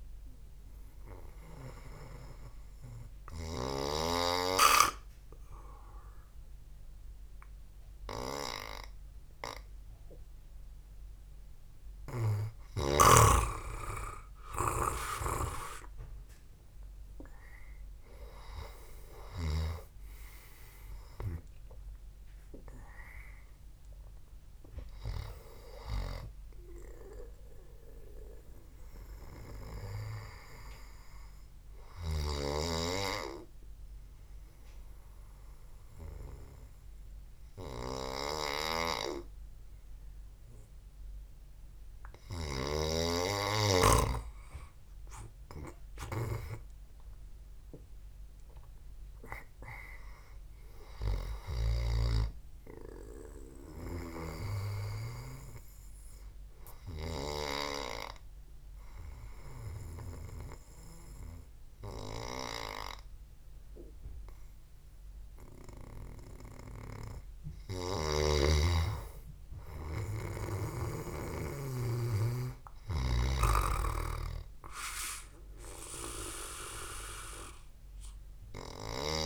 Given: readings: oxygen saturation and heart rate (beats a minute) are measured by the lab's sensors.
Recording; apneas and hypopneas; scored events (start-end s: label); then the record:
breathing in sleep by a room microphone; 2
0.00-2.50 s: oxygen desaturation (device-marked, oxygen 84% lowest, heart rate 75 extreme)
0.00-5.00 s: snoring (device-marked)
4.50-14.50 s: obstructive apnea (oxygen 98% before, 91% lowest, heart rate 86 before, 75 extreme, up 9 after)
16.00-21.50 s: arousal
23.50-39.50 s: oxygen desaturation (device-marked, oxygen 96% before, 91% lowest, heart rate 79 before, 75 extreme)
37.00-48.50 s: hypopnea (oxygen 96% before, 93% lowest, heart rate 80 before, 75 extreme, up 12 after)
49.50-54.00 s: arousal
From the record:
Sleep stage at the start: N2 (light sleep); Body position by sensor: on the back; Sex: male